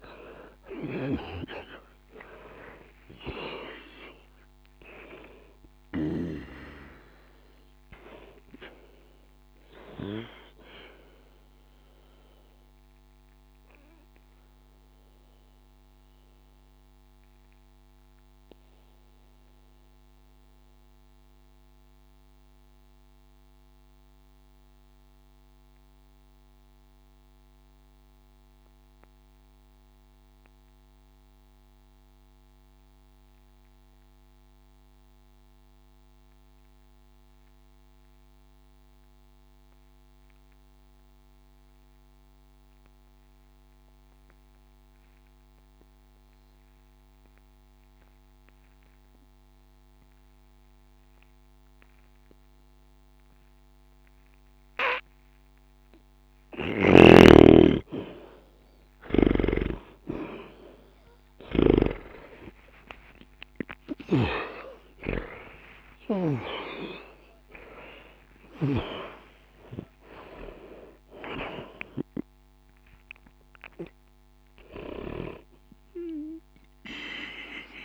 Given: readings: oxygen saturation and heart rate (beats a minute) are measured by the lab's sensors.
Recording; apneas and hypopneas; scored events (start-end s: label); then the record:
breathing in sleep by a microphone on the trachea; 1
0.00-31.50 s: oxygen desaturation (device-marked, oxygen 73% lowest, heart rate 60 extreme)
10.00-56.50 s: obstructive apnea (oxygen 98% before, 73% lowest, heart rate 60 before, 60 extreme, up 0 after)
49.50-77.85 s: oxygen desaturation (device-marked, oxygen 99% before, 73% lowest, heart rate 60 before, 60 extreme)
61.00-66.50 s: arousal
From the record:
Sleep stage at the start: N2 (light sleep); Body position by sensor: on the back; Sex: male